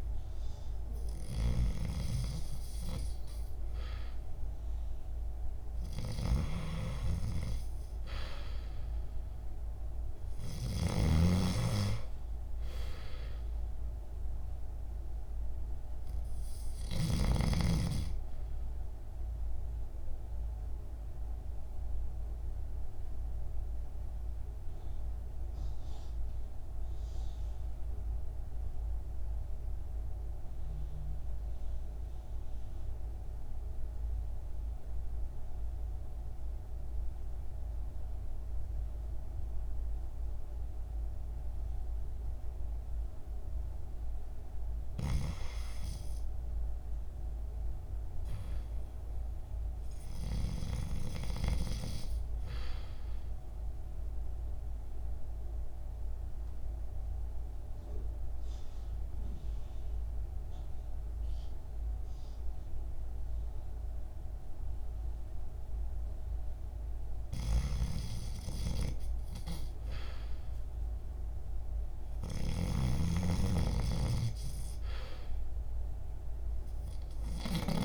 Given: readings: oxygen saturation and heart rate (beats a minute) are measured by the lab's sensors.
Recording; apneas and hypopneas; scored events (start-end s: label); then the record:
breathing in sleep by a room microphone; 2
0.00-2.00 s: arousal
0.00-37.50 s: oxygen desaturation (device-marked, oxygen 85% lowest, heart rate 58 extreme)
6.00-11.00 s: snoring (device-marked)
19.50-44.00 s: mixed apnea (oxygen 98% before, 85% lowest, heart rate 65 before, 58 extreme, up 4 after)
44.50-77.85 s: oxygen desaturation (device-marked, oxygen 97% before, 85% lowest, heart rate 59 before, 61 extreme)
46.50-50.50 s: arousal
54.00-66.50 s: obstructive apnea (oxygen 97% before, 85% lowest, heart rate 61 before, 63 extreme, up 0 after)
72.50-77.85 s: arousal
72.50-77.85 s: snoring (device-marked)
From the record:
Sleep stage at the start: REM sleep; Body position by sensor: on the back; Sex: male